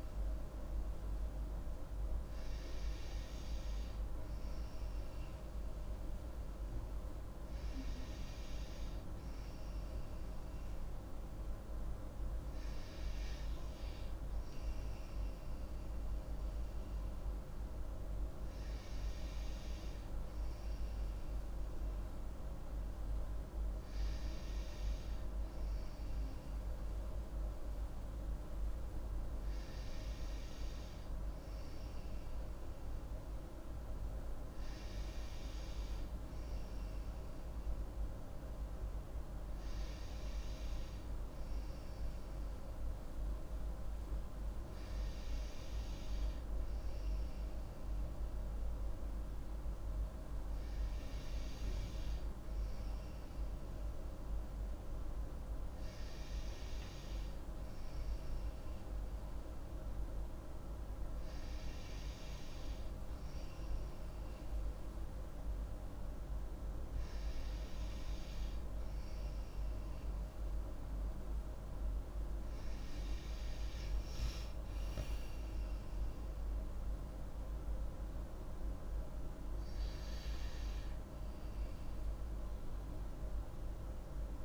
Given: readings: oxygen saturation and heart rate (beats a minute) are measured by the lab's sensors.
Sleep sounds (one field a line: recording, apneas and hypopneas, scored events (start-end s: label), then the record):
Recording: breathing in sleep, hard to hear, by a room microphone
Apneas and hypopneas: none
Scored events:
none scored
From the record:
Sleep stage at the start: N2 (light sleep)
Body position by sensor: on the right side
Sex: female